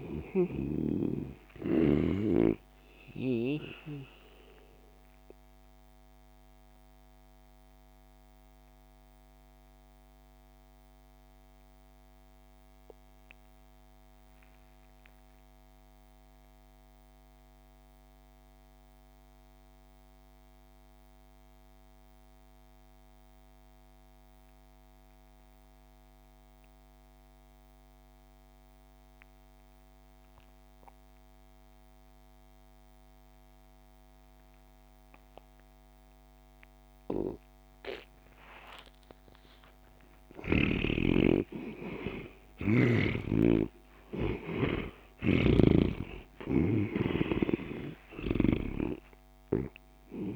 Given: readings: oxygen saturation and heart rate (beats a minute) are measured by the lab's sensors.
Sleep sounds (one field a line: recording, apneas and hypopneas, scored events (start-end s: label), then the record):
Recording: breathing in sleep by a microphone on the trachea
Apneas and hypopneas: 1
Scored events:
0.00-12.50 s: oxygen desaturation (device-marked, oxygen 83% lowest)
4.50-38.50 s: mixed apnea (oxygen 98% before, 83% lowest)
32.50-50.36 s: oxygen desaturation (device-marked, oxygen 98% before, 83% lowest)
40.00-44.00 s: arousal
45.00-48.50 s: snoring (device-marked)
From the record:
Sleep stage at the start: N2 (light sleep)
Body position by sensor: on the back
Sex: male